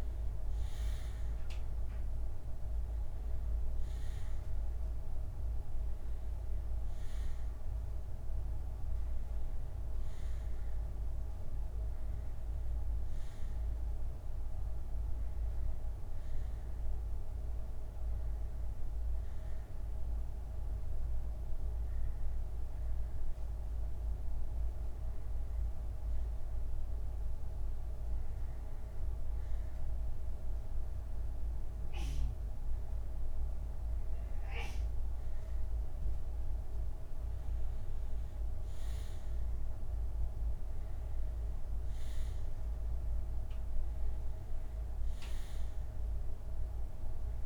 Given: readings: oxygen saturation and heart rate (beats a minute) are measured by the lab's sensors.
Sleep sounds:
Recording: breathing in sleep, hard to hear, by a room microphone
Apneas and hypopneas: 1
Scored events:
0.00-6.00 s: oxygen desaturation (device-marked, oxygen 88% lowest, heart rate 45 extreme)
0.00-32.00 s: bradycardia (device-marked, heart rate 45 extreme)
18.50-31.50 s: hypopnea (oxygen 93% before, 89% lowest, heart rate 48 before, 46 extreme, up 29 after)
34.50-38.00 s: arousal
36.00-47.46 s: oxygen desaturation (device-marked, oxygen 93% before, 89% lowest, heart rate 50 before, 61 extreme)
From the record:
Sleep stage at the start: N2 (light sleep)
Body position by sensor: on the back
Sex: male

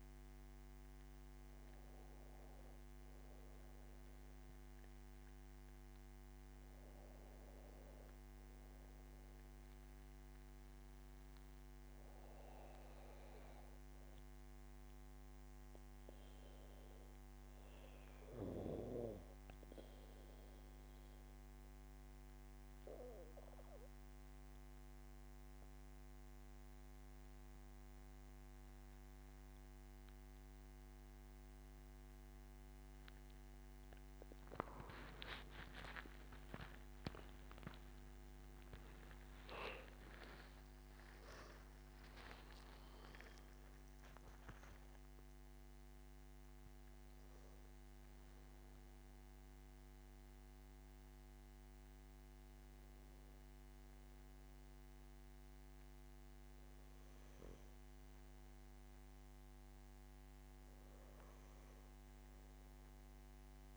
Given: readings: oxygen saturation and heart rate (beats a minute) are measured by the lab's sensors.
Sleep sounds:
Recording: breathing in sleep by a microphone on the trachea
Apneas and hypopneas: 1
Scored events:
0.00-6.00 s: oxygen desaturation (device-marked, oxygen 89% lowest, heart rate 74 extreme)
8.00-12.00 s: arousal
15.00-33.50 s: obstructive apnea (oxygen 98% before, 90% lowest, heart rate 77 before, 76 extreme, up 11 after)
31.00-62.00 s: oxygen desaturation (device-marked, oxygen 97% before, 90% lowest, heart rate 82 before, 76 extreme)
35.50-39.00 s: arousal
From the record:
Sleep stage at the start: N2 (light sleep)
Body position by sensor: on the back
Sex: male

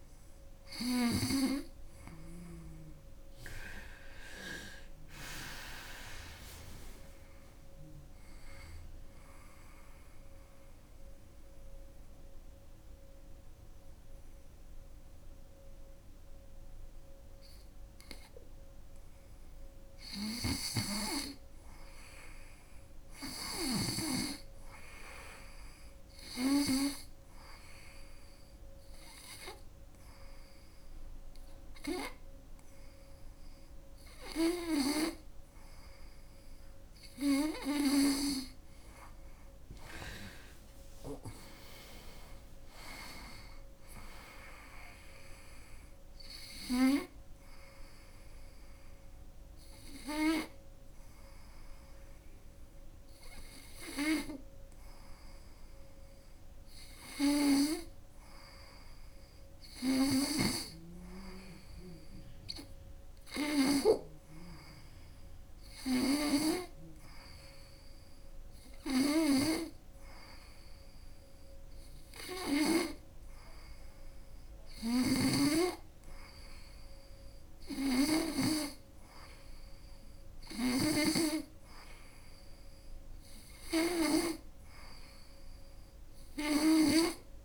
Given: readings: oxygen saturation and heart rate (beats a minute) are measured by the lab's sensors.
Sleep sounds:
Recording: breathing in sleep by a room microphone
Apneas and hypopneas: 3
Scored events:
1.50-4.50 s: arousal
8.50-19.50 s: obstructive apnea (oxygen 97% before, 94% lowest, heart rate 85 before, 69 extreme, up 7 after)
21.50-24.00 s: arousal
27.00-37.50 s: hypopnea (oxygen 97% before, 95% lowest, heart rate 77 before, 69 extreme, up 11 after)
39.50-42.50 s: arousal
42.00-63.00 s: oxygen desaturation (device-marked, oxygen 98% before, 95% lowest, heart rate 79 before, 69 extreme)
47.00-57.00 s: hypopnea (oxygen 99% before, 94% lowest, heart rate 83 before, 70 extreme, up 9 after)
62.50-66.00 s: arousal
74.50-78.00 s: snoring (device-marked)
From the record:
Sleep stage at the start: N2 (light sleep)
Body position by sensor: on the right side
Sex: female

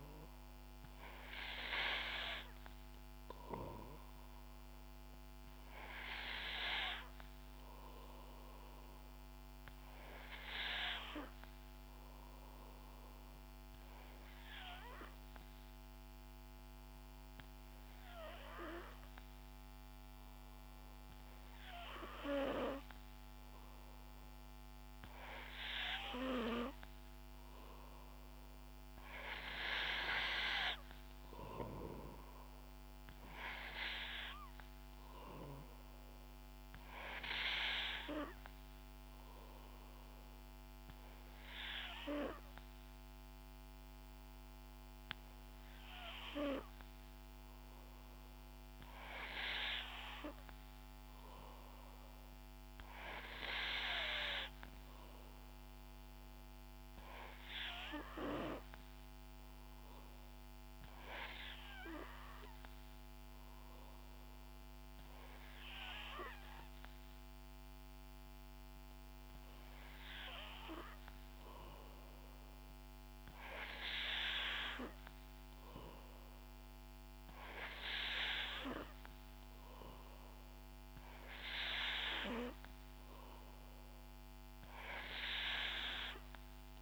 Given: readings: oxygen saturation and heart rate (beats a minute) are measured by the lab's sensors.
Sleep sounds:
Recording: breathing in sleep by a microphone on the trachea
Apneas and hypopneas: 3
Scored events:
6.50-9.50 s: arousal
12.50-24.00 s: obstructive apnea (oxygen 91% before, 88% lowest, heart rate 67 before, 64 extreme, up 3 after)
28.00-31.50 s: arousal
32.50-49.50 s: oxygen desaturation (device-marked, oxygen 92% before, 88% lowest, heart rate 66 before, 64 extreme)
39.00-49.00 s: obstructive apnea (oxygen 92% before, 88% lowest, heart rate 67 before, 64 extreme, up 2 after)
51.50-55.50 s: arousal
61.50-73.50 s: hypopnea (oxygen 92% before, 89% lowest, heart rate 66 before, 65 extreme, up 3 after)
From the record:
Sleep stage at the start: N3 (deep sleep)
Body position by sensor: on the back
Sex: female

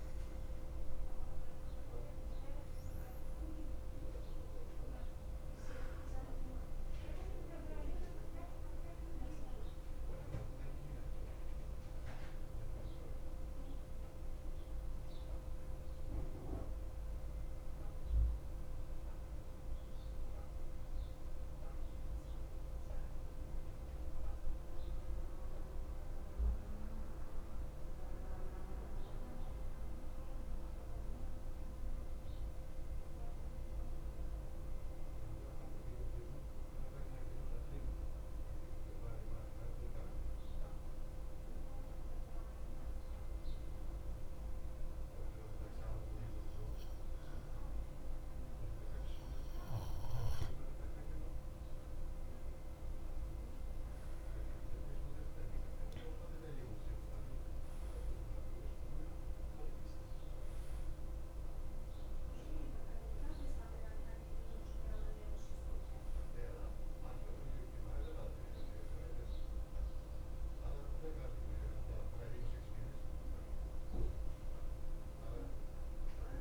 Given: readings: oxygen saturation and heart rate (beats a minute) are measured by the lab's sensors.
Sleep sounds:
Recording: breathing in sleep, hard to hear, by a room microphone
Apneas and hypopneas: 1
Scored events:
0.00-28.50 s: oxygen desaturation (device-marked, oxygen 91% lowest, heart rate 51 extreme)
9.00-12.50 s: arousal
14.50-50.00 s: mixed apnea (oxygen 97% before, 89% lowest, heart rate 55 before, 51 extreme, up 11 after)
38.50-76.41 s: new sleep stage, N2 (light sleep)
52.50-58.00 s: arousal
From the record:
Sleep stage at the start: N1 (lightest sleep)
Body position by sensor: on the back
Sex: male

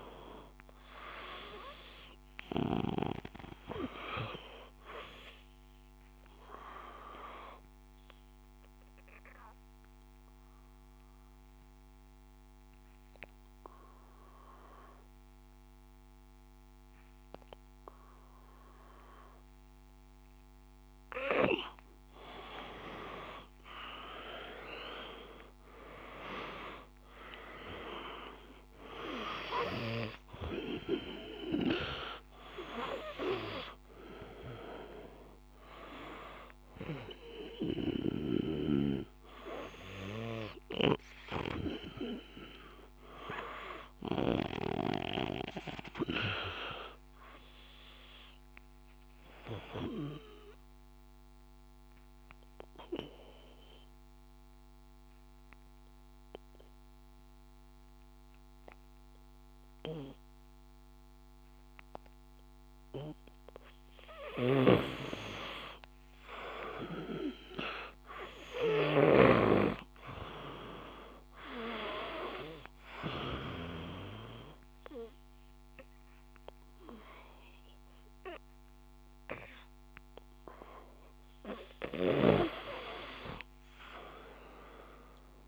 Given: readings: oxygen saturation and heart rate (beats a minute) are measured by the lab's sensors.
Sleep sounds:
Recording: breathing in sleep by a microphone on the trachea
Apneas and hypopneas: 2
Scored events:
0.00-7.50 s: oxygen desaturation (device-marked, oxygen 89% lowest, heart rate 53 extreme)
5.00-19.50 s: obstructive apnea (oxygen 97% before, 90% lowest, heart rate 57 before, 55 extreme, up 4 after)
23.00-26.00 s: arousal
40.50-53.50 s: oxygen desaturation (device-marked, oxygen 95% before, 92% lowest, heart rate 58 before, 57 extreme)
46.50-63.50 s: obstructive apnea (oxygen 97% before, 92% lowest, heart rate 58 before, 56 extreme, up 2 after)
65.50-69.50 s: arousal
71.50-85.48 s: oxygen desaturation (device-marked, oxygen 97% before, 92% lowest, heart rate 58 before, 56 extreme)
From the record:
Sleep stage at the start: N2 (light sleep)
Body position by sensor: on the back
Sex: male

